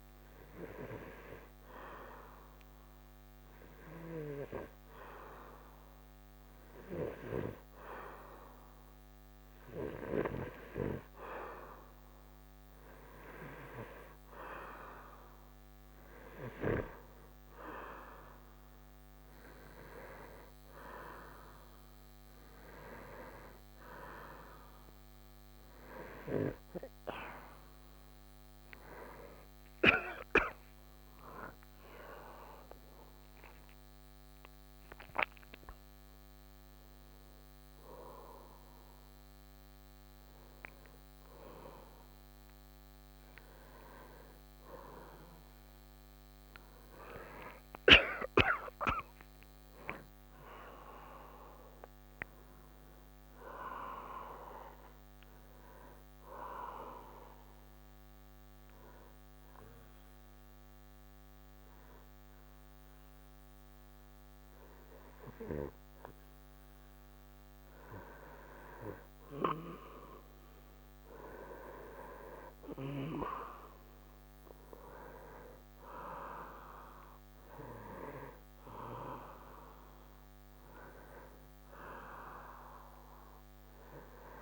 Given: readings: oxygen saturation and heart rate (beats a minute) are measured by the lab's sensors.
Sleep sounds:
breathing in sleep by a microphone on the trachea; 1
0.00-8.50 s: oxygen desaturation (device-marked, oxygen 91% lowest, heart rate 64 extreme)
47.00-52.00 s: arousal
58.00-69.00 s: obstructive apnea (oxygen 94% before, 89% lowest, heart rate 49 before, 46 extreme, up 31 after)
70.50-74.00 s: arousal
73.50-84.42 s: oxygen desaturation (device-marked, oxygen 95% before, 89% lowest)
From the record:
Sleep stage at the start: N1 (lightest sleep); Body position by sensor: on the right side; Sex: male

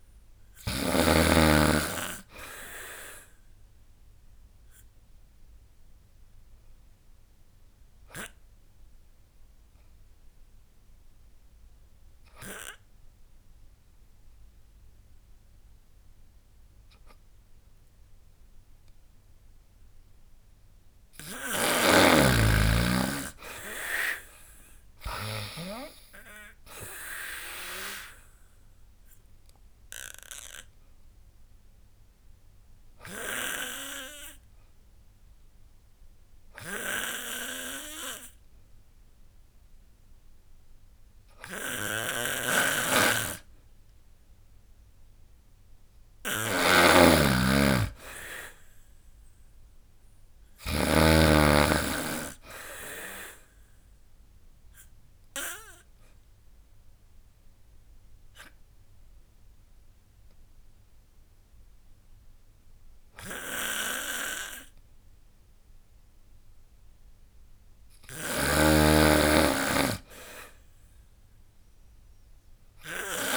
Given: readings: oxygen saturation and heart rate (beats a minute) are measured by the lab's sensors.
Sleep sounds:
breathing in sleep by a room microphone; 3
3.50-19.50 s: obstructive apnea (oxygen 98% before, 93% lowest, heart rate 76 before, 69 extreme, up 16 after)
21.00-25.00 s: snoring (device-marked)
21.50-24.00 s: arousal
23.50-33.50 s: drop in pulse transit time (device-marked, heart rate 75 before, 76 extreme)
28.50-43.50 s: oxygen desaturation (device-marked, oxygen 98% before, 93% lowest, heart rate 76 before, 68 extreme)
28.50-44.00 s: obstructive apnea (oxygen 98% before, 93% lowest, heart rate 76 before, 68 extreme, up 14 after)
41.50-50.50 s: snoring (device-marked)
45.00-48.50 s: arousal
47.50-58.50 s: drop in pulse transit time (device-marked, heart rate 76 before, 78 extreme)
54.00-66.50 s: obstructive apnea (oxygen 97% before, 93% lowest, heart rate 76 before, 68 extreme, up 12 after)
67.50-73.00 s: snoring (device-marked)
68.50-71.00 s: arousal
From the record:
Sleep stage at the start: N2 (light sleep); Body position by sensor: on the back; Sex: female

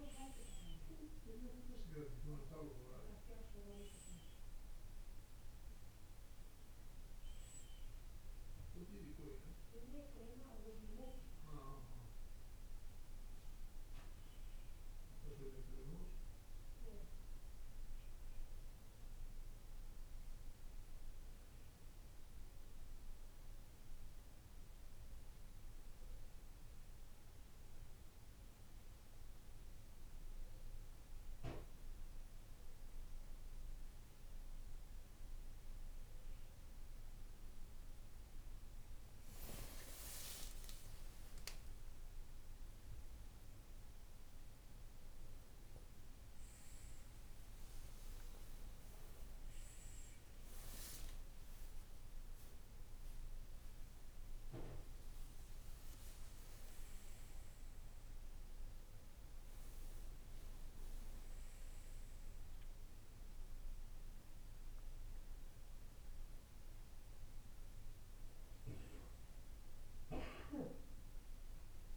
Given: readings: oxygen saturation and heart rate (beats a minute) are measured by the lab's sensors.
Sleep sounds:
breathing in sleep by a room microphone; none
40.00-45.00 s: arousal
From the record:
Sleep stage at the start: N2 (light sleep); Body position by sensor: on the right side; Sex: male

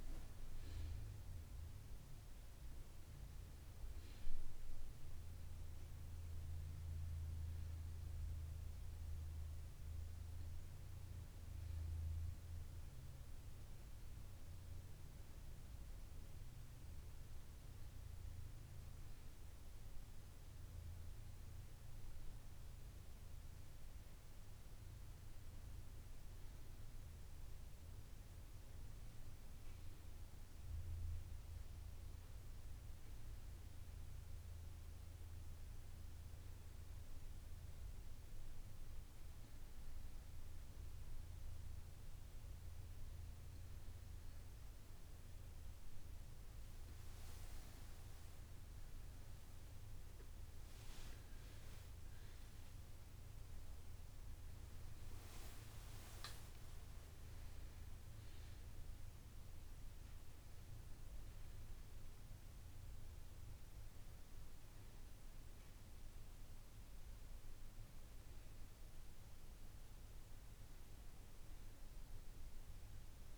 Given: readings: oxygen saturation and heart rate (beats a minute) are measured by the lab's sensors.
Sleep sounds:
breathing in sleep, hard to hear, by a room microphone; none
48.50-54.00 s: arousal
From the record:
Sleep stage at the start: N2 (light sleep); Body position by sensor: on the back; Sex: female

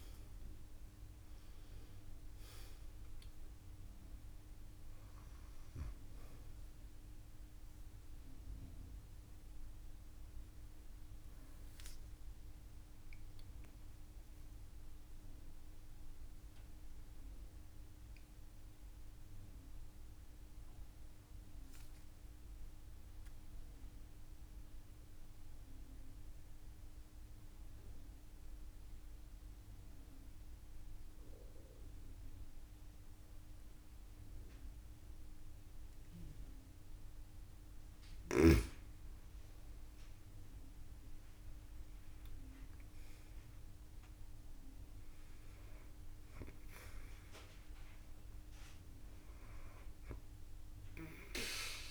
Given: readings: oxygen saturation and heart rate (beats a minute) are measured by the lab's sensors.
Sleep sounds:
breathing in sleep, hard to hear, by a room microphone; 1
0.00-35.50 s: oxygen desaturation (device-marked, oxygen 90% lowest)
6.00-8.00 s: long interval between heartbeats (device-marked)
13.00-37.00 s: mixed apnea (oxygen 98% before, 90% lowest)
39.00-44.00 s: arousal
46.50-51.91 s: oxygen desaturation (device-marked, oxygen 98% before, 92% lowest)
From the record:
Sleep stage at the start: N2 (light sleep); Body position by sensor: on the back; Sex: female

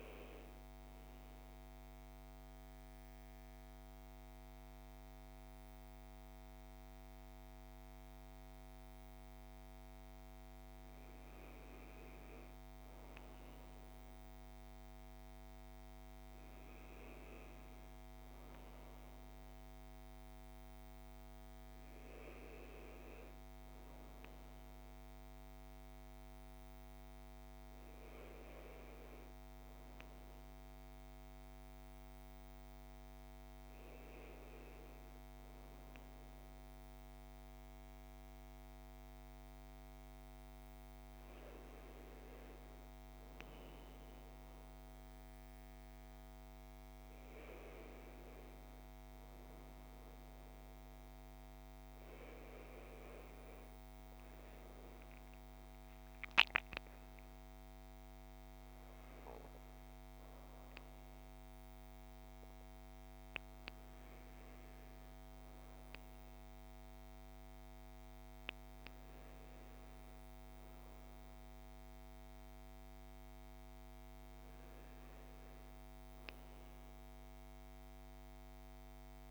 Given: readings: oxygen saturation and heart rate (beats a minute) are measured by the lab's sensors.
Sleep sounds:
breathing in sleep, hard to hear, by a microphone on the trachea; 1
0.50-11.00 s: central apnea (oxygen 97% before, 94% lowest, heart rate 61 before, 55 extreme, up 6 after)
13.50-18.50 s: arousal
19.50-29.50 s: oxygen desaturation (device-marked, oxygen 97% before, 94% lowest, heart rate 58 before, 58 extreme)
54.00-58.50 s: arousal
From the record:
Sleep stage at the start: N1 (lightest sleep); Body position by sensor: on the back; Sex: male

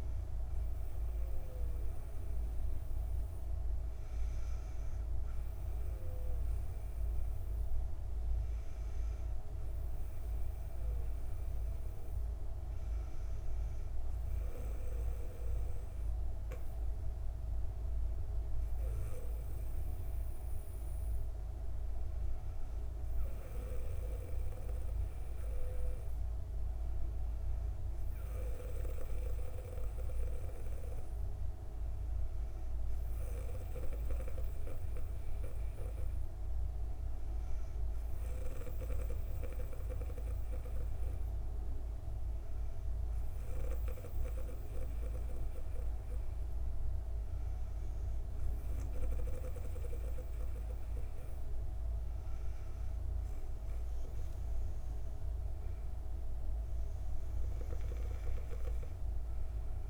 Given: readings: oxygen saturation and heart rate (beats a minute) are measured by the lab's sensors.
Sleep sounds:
breathing in sleep by a room microphone; none
none scored
From the record:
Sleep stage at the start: N2 (light sleep); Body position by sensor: on the back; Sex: female

